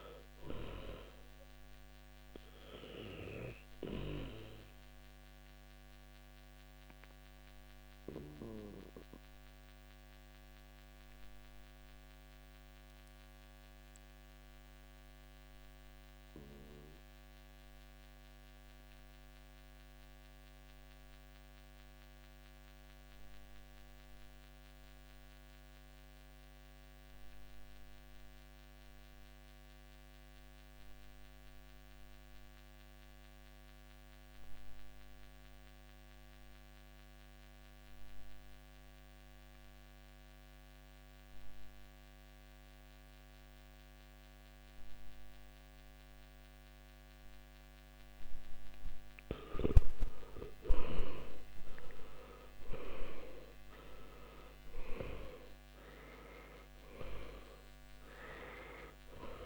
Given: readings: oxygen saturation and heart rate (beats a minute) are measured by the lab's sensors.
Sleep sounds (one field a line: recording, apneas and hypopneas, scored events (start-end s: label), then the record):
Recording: breathing in sleep by a microphone on the trachea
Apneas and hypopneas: 1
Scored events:
0.00-24.50 s: oxygen desaturation (device-marked, oxygen 81% lowest, heart rate 53 extreme)
3.50-50.00 s: obstructive apnea (oxygen 97% before, 78% lowest, heart rate 63 before, 53 extreme, up 18 after)
42.50-59.46 s: oxygen desaturation (device-marked, oxygen 97% before, 78% lowest, heart rate 58 before, 54 extreme)
51.50-56.00 s: arousal
From the record:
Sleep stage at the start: N2 (light sleep)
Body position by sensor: on the back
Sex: male